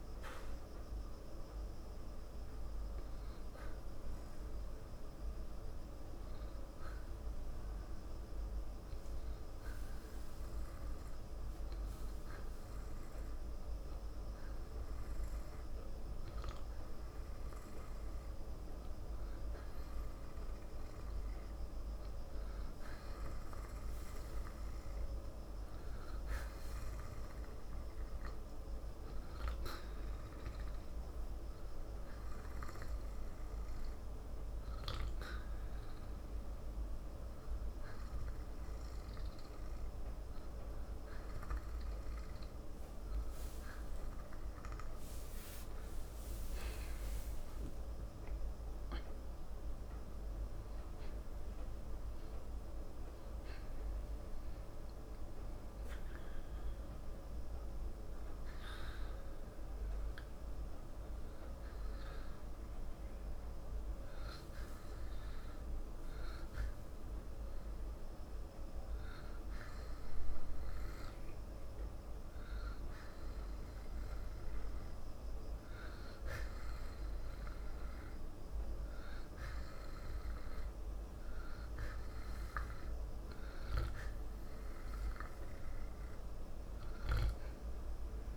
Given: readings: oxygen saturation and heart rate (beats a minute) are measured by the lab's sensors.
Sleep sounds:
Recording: breathing in sleep, hard to hear, by a room microphone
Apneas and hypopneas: 3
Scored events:
7.00-22.00 s: hypopnea (oxygen 95% before, 92% lowest, heart rate 82 before, 55 extreme, up 29 after)
25.00-28.50 s: arousal
27.50-43.50 s: oxygen desaturation (device-marked, oxygen 95% before, 92% lowest, heart rate 79 before, 54 extreme)
34.50-45.50 s: obstructive apnea (oxygen 95% before, 92% lowest, heart rate 82 before, 54 extreme, up 39 after)
46.50-50.50 s: arousal
59.50-70.50 s: hypopnea (oxygen 94% before, 92% lowest, heart rate 67 before, 55 extreme, up 0 after)
73.00-77.00 s: arousal
From the record:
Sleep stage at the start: N2 (light sleep)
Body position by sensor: on the back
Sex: male

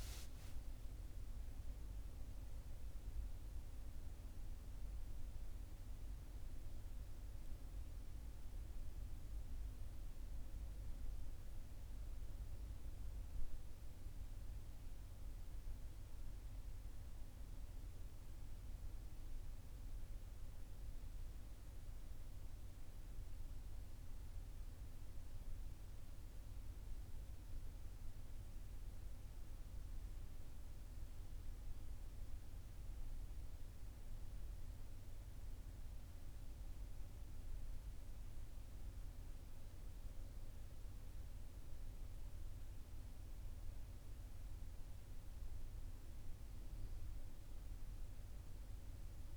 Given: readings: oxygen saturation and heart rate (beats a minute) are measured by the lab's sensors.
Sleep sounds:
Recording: breathing in sleep, hard to hear, by a room microphone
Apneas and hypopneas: none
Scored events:
none scored
From the record:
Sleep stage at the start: N1 (lightest sleep)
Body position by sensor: on the back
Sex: male

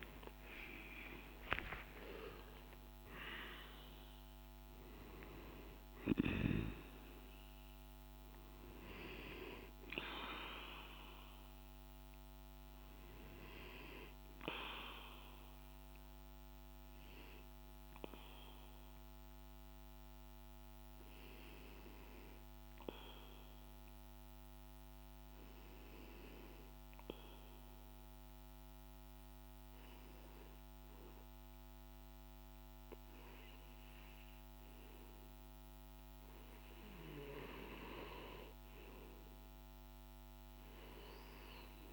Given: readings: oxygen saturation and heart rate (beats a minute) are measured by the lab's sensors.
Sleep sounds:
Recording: breathing in sleep by a microphone on the trachea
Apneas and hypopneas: 1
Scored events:
0.00-3.00 s: arousal
0.00-22.50 s: oxygen desaturation (device-marked, oxygen 91% lowest, heart rate 51 extreme)
17.50-37.00 s: obstructive apnea (oxygen 96% before, 90% lowest, heart rate 65 before, 52 extreme, up 0 after)
39.50-41.93 s: arousal
39.50-41.93 s: oxygen desaturation (device-marked, oxygen 98% before, 90% lowest, heart rate 53 before, 53 extreme)
From the record:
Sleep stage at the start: REM sleep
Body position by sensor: on the back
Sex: male

